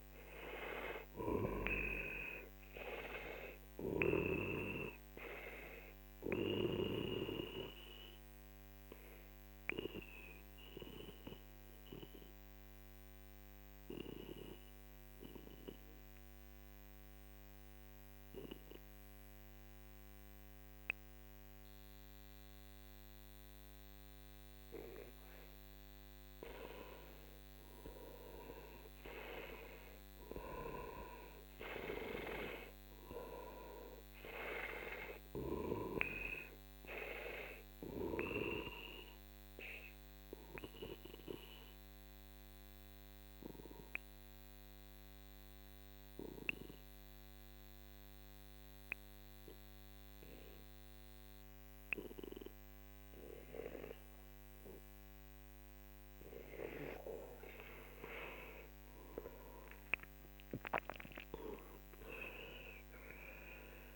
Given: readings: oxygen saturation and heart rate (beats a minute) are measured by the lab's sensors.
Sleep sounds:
breathing in sleep by a microphone on the trachea; 2
0.00-17.50 s: oxygen desaturation (device-marked, oxygen 91% lowest, heart rate 43 extreme)
9.50-25.50 s: obstructive apnea (oxygen 97% before, 91% lowest, heart rate 56 before, 42 extreme, up 15 after)
26.50-30.50 s: arousal
31.50-49.50 s: oxygen desaturation (device-marked, oxygen 97% before, 93% lowest, heart rate 49 before, 42 extreme)
38.00-56.00 s: obstructive apnea (oxygen 97% before, 92% lowest, heart rate 54 before, 43 extreme, up 21 after)
58.50-62.00 s: arousal
From the record:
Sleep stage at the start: N2 (light sleep); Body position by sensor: on the back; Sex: male

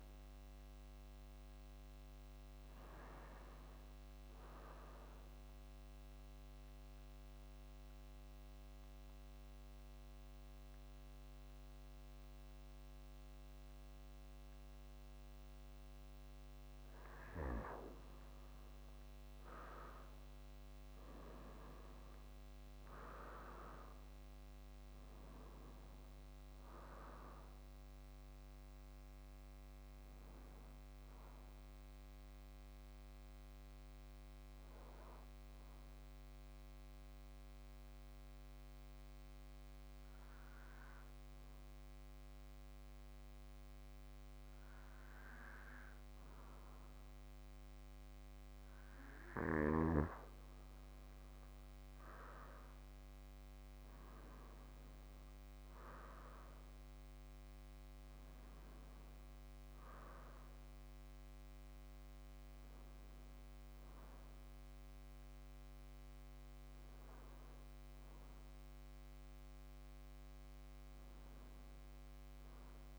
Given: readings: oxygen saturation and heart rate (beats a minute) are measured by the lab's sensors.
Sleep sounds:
breathing in sleep by a microphone on the trachea; 2
0.00-4.00 s: oxygen desaturation (device-marked, oxygen 92% lowest, heart rate 59 extreme)
5.50-16.50 s: central apnea (oxygen 96% before, 89% lowest, heart rate 71 before, 54 extreme, up 6 after)
20.50-24.00 s: arousal
28.00-44.00 s: oxygen desaturation (device-marked, oxygen 97% before, 89% lowest, heart rate 63 before, 54 extreme)
34.50-48.00 s: obstructive apnea (oxygen 97% before, 89% lowest, heart rate 62 before, 54 extreme, up 16 after)
51.50-56.50 s: arousal
57.00-72.99 s: oxygen desaturation (device-marked, oxygen 97% before, 92% lowest, heart rate 58 before, 55 extreme)
From the record:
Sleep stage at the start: N2 (light sleep); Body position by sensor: on the back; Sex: male

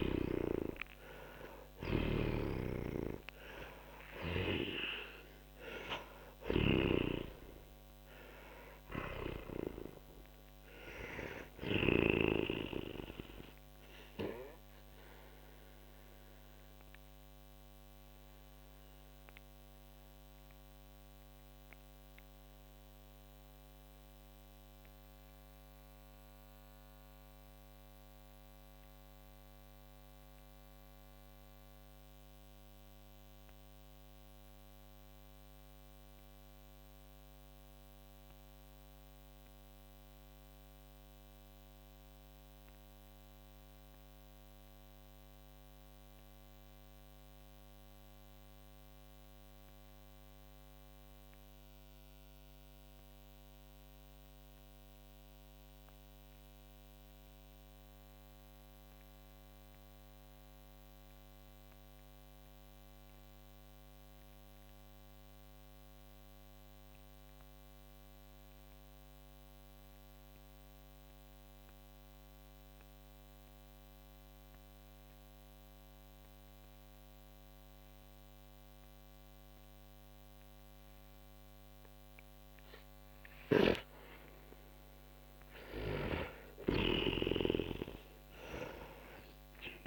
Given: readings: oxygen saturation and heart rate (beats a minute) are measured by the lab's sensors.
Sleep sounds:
breathing in sleep by a microphone on the trachea; 1
0.00-2.50 s: arousal
0.00-38.50 s: oxygen desaturation (device-marked, oxygen 82% lowest, heart rate 33 extreme)
2.00-7.00 s: snoring (device-marked)
13.00-85.50 s: mixed apnea (oxygen 98% before, 79% lowest, heart rate 68 before, 38 extreme, up 27 after)
68.50-89.87 s: oxygen desaturation (device-marked, oxygen 99% before, 79% lowest, heart rate 52 before, 40 extreme)
86.50-89.87 s: snoring (device-marked)
87.00-89.87 s: arousal
From the record:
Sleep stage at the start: N2 (light sleep); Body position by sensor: on the back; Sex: male

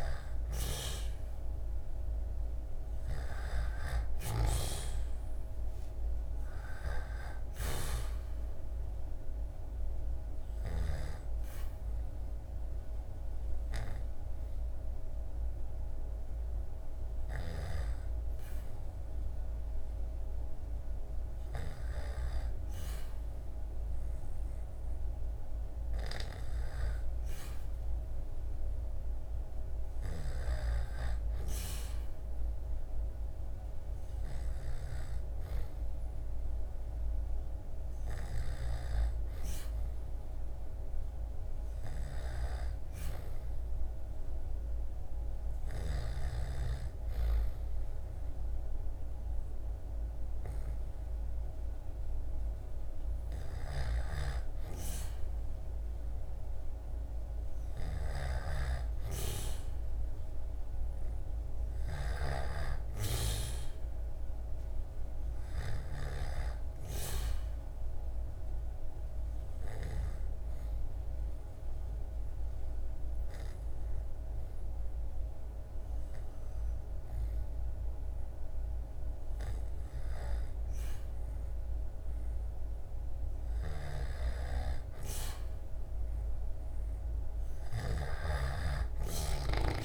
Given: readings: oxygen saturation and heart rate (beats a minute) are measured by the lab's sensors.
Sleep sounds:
breathing in sleep by a room microphone; 2
0.00-1.50 s: arousal
0.00-10.00 s: snoring (device-marked)
8.50-21.00 s: hypopnea (oxygen 99% before, 94% lowest, heart rate 74 before, 71 extreme, up 8 after)
16.00-45.00 s: snoring (device-marked)
24.50-29.00 s: arousal
52.50-65.00 s: snoring (device-marked)
61.00-65.50 s: arousal
67.50-82.00 s: hypopnea (oxygen 96% before, 92% lowest, heart rate 72 before, 69 extreme, up 6 after)
82.50-87.00 s: snoring (device-marked)
85.50-89.85 s: arousal
From the record:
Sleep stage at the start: N2 (light sleep); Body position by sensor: on the back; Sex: male

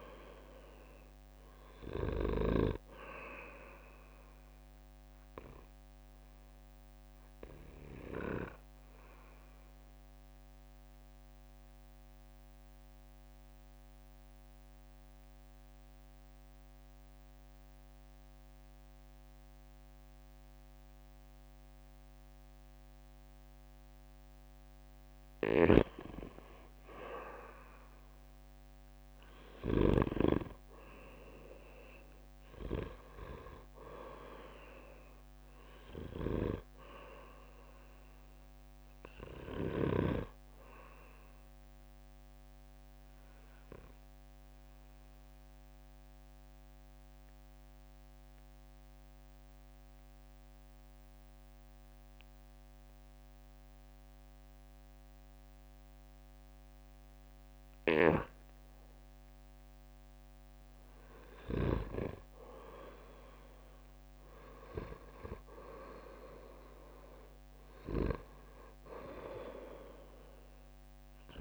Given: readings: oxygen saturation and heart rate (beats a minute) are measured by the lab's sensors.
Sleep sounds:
breathing in sleep by a microphone on the trachea; 2
0.00-15.50 s: oxygen desaturation (device-marked, oxygen 90% lowest, heart rate 57 extreme)
8.00-25.00 s: obstructive apnea (oxygen 97% before, 90% lowest, heart rate 67 before, 57 extreme, up 10 after)
26.50-49.50 s: oxygen desaturation (device-marked, oxygen 97% before, 90% lowest, heart rate 60 before, 58 extreme)
27.50-30.50 s: arousal
42.00-60.50 s: obstructive apnea (oxygen 97% before, 90% lowest, heart rate 65 before, 56 extreme, up 9 after)
62.50-66.00 s: arousal
63.50-71.41 s: oxygen desaturation (device-marked, oxygen 97% before, 90% lowest, heart rate 61 before, 56 extreme)
From the record:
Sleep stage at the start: N2 (light sleep); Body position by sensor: on the back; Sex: male

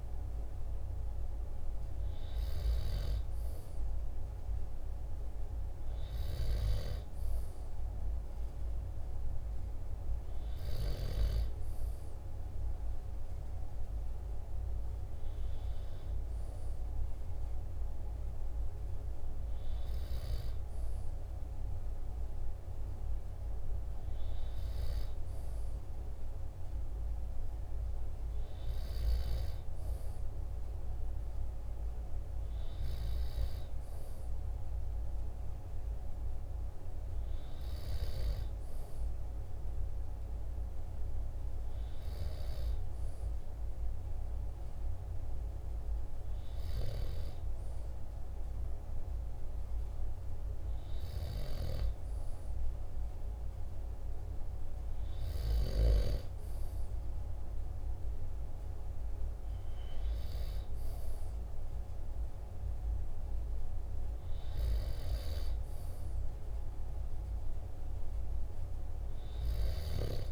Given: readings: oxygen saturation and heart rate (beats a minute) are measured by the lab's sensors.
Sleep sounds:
breathing in sleep by a room microphone; none
none scored
From the record:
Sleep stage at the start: N2 (light sleep); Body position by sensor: on the back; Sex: male

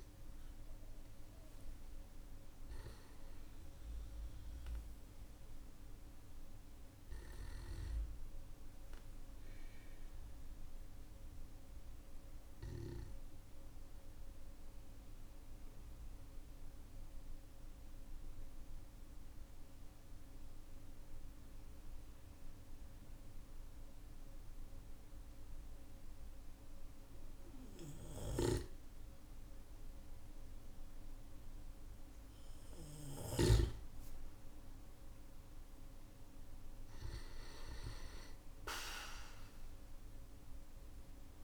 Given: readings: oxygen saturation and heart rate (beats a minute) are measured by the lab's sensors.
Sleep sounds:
breathing in sleep by a room microphone; 1
0.00-11.50 s: oxygen desaturation (device-marked, oxygen 93% lowest, heart rate 43 extreme)
2.00-6.50 s: arousal
8.50-31.50 s: obstructive apnea (oxygen 97% before, 94% lowest, heart rate 51 before, 45 extreme, up 12 after)
27.50-33.00 s: snoring (device-marked)
33.00-38.00 s: arousal
34.50-41.44 s: oxygen desaturation (device-marked, oxygen 98% before, 94% lowest, heart rate 50 before, 45 extreme)
From the record:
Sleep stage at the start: N1 (lightest sleep); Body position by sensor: on the back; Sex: male

